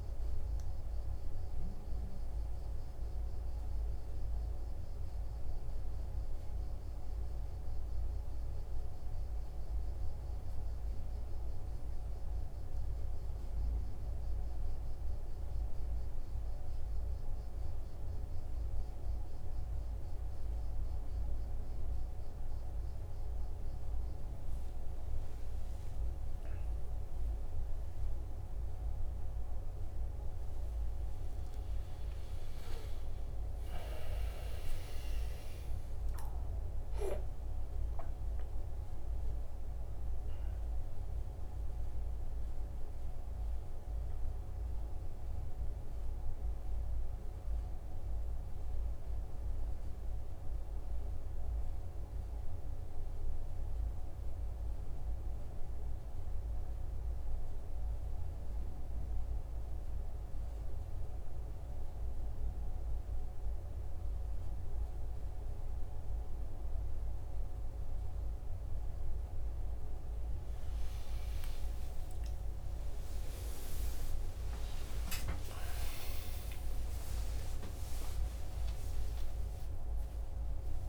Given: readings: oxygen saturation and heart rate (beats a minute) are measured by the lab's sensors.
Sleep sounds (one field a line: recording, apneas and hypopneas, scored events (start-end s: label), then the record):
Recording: a person awake in a sleep study, hard to hear, by a room microphone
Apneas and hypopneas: none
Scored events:
none scored
From the record:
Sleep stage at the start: awake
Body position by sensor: on the right side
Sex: male